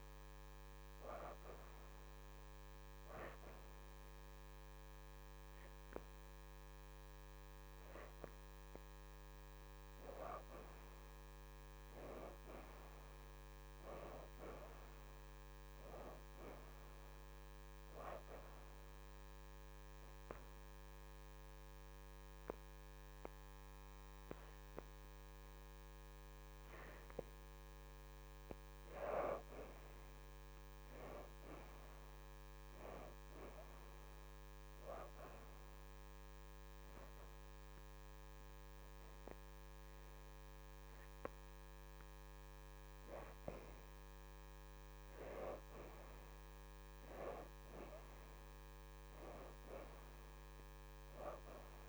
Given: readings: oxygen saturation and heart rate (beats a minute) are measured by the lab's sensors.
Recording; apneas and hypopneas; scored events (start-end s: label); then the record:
breathing in sleep by a microphone on the trachea; 3
0.50-12.50 s: oxygen desaturation (device-marked, oxygen 83% before, 74% lowest, heart rate 79 before, 79 extreme)
2.00-12.00 s: hypopnea (oxygen 83% before, 65% lowest, heart rate 79 before, 79 extreme, up 5 after)
13.00-16.00 s: arousal
18.50-28.50 s: obstructive apnea (oxygen 83% before, 64% lowest, heart rate 81 before, 79 extreme, up 4 after)
20.50-32.50 s: oxygen desaturation (device-marked, oxygen 76% before, 65% lowest, heart rate 82 before, 79 extreme)
30.50-34.00 s: arousal
34.50-50.50 s: oxygen desaturation (device-marked, oxygen 82% before, 65% lowest, heart rate 82 before, 79 extreme)
36.00-46.00 s: hypopnea (oxygen 82% before, 63% lowest, heart rate 82 before, 79 extreme, up 2 after)
49.00-51.89 s: arousal
From the record:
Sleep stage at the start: N2 (light sleep); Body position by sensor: on the back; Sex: female